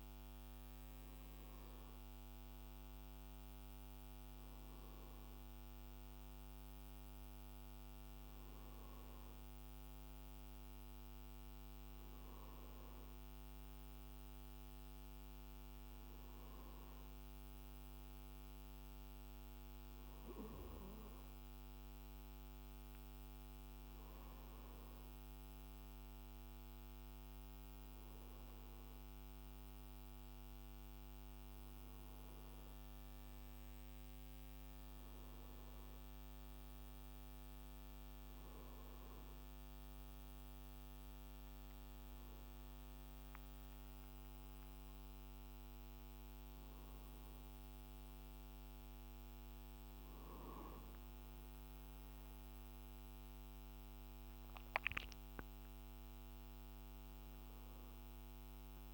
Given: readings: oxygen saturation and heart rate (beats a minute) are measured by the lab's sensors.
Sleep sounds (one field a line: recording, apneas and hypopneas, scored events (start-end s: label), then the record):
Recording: breathing in sleep, hard to hear, by a microphone on the trachea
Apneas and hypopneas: none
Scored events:
45.00-50.00 s: arousal
From the record:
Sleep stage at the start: N2 (light sleep)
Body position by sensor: on the right side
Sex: male